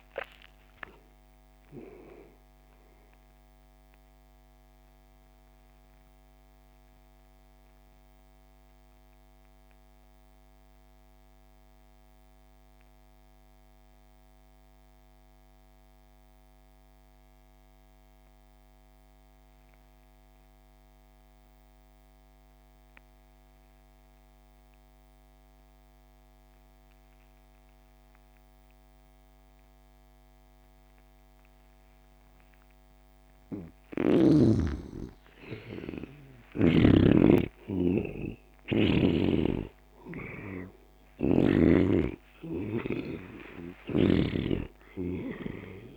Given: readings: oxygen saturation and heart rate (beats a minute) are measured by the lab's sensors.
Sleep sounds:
breathing in sleep by a microphone on the trachea; 1
0.00-16.00 s: oxygen desaturation (device-marked, oxygen 81% lowest)
4.50-33.00 s: mixed apnea (oxygen 97% before, 81% lowest)
32.00-45.97 s: oxygen desaturation (device-marked, oxygen 98% before, 84% lowest)
34.00-38.50 s: arousal
From the record:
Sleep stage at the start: N2 (light sleep); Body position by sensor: on the back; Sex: male

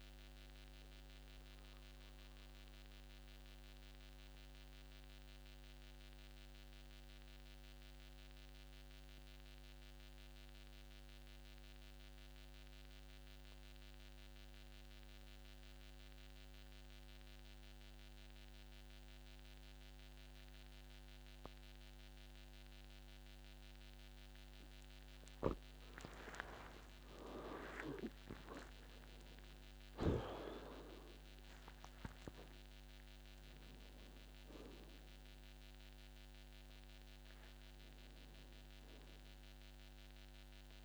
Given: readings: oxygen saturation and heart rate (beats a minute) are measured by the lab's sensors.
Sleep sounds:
breathing in sleep by a microphone on the trachea; 1
0.00-10.00 s: oxygen desaturation (device-marked, oxygen 92% lowest, heart rate 48 extreme)
1.00-24.50 s: mixed apnea (oxygen 99% before, 90% lowest, heart rate 61 before, 49 extreme, up 30 after)
25.00-40.85 s: oxygen desaturation (device-marked, oxygen 99% before, 90% lowest, heart rate 52 before, 50 extreme)
27.00-32.50 s: arousal
From the record:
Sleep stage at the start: N2 (light sleep); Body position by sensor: on the back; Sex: male

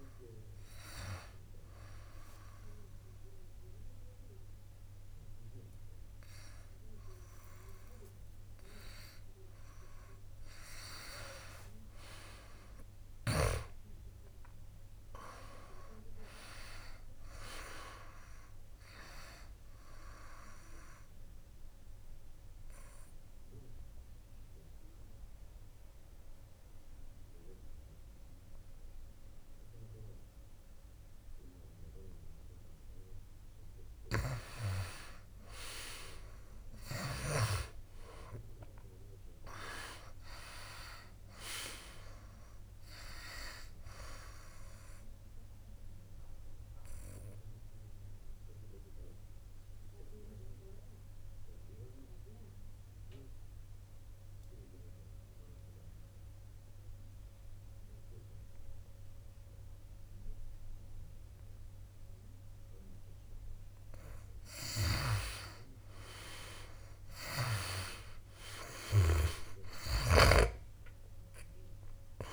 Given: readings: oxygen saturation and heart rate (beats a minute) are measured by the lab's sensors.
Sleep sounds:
breathing in sleep by a room microphone; 2
22.00-34.50 s: obstructive apnea (oxygen 97% before, 83% lowest, heart rate 71 before, 64 extreme, up 9 after)
23.00-37.00 s: oxygen desaturation (device-marked, oxygen 97% before, 94% lowest, heart rate 71 before, 64 extreme)
37.50-41.50 s: arousal
42.00-61.00 s: oxygen desaturation (device-marked, oxygen 97% before, 88% lowest, heart rate 68 before, 63 extreme)
46.00-63.00 s: obstructive apnea (oxygen 97% before, 83% lowest, heart rate 68 before, 63 extreme, up 2 after)
65.00-70.50 s: snoring (device-marked)
65.50-68.50 s: arousal
69.00-72.33 s: oxygen desaturation (device-marked, oxygen 97% before, 83% lowest, heart rate 66 before, 66 extreme)
From the record:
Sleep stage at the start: N2 (light sleep); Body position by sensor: on the back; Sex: male

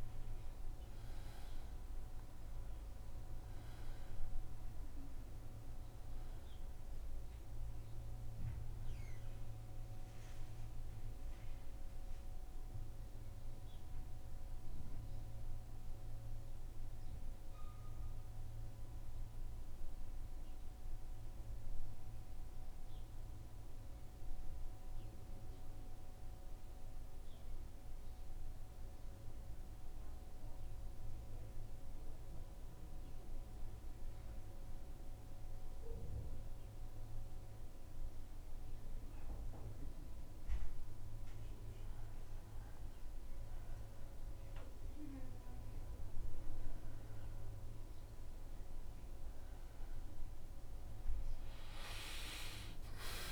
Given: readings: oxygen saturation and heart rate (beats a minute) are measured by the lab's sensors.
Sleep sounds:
breathing in sleep, hard to hear, by a room microphone; 1
18.50-48.50 s: new sleep stage, N2 (light sleep)
20.50-40.50 s: central apnea (oxygen 94% before, 88% lowest, heart rate 78 before, 75 extreme, up 2 after)
28.50-43.50 s: oxygen desaturation (device-marked, oxygen 94% before, 88% lowest, heart rate 77 before, 75 extreme)
44.50-48.50 s: arousal
48.50-53.31 s: new sleep stage, N1 (lightest sleep)
From the record:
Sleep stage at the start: N1 (lightest sleep); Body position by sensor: on the back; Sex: male

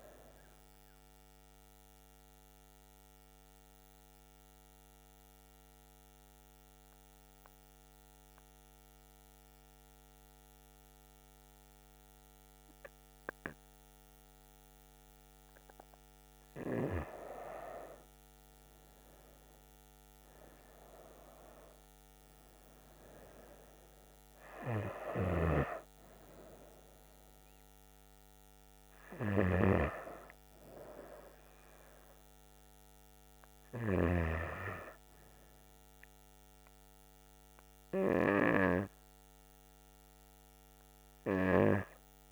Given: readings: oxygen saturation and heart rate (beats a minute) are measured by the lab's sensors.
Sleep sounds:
breathing in sleep by a microphone on the trachea; 1
1.00-16.00 s: mixed apnea (oxygen 98% before, 94% lowest, heart rate 83 before, 62 extreme, up 14 after)
18.00-21.00 s: arousal
From the record:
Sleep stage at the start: N2 (light sleep); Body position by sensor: on the back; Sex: female

